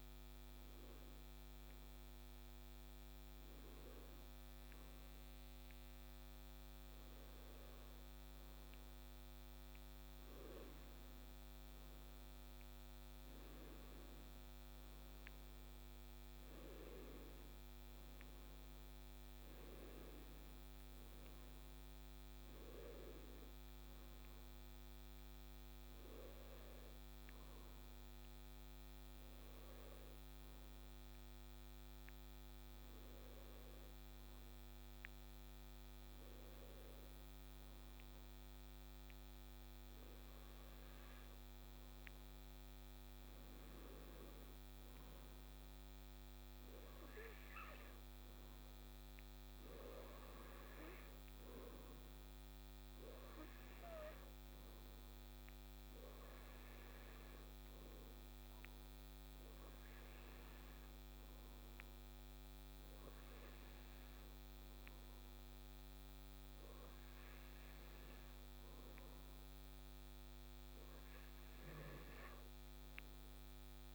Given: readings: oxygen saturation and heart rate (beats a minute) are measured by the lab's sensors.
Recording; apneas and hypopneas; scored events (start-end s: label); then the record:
breathing in sleep, hard to hear, by a microphone on the trachea; none
2.50-73.95 s: new sleep stage, N2 (light sleep)
From the record:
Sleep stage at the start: N1 (lightest sleep); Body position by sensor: on the left side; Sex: male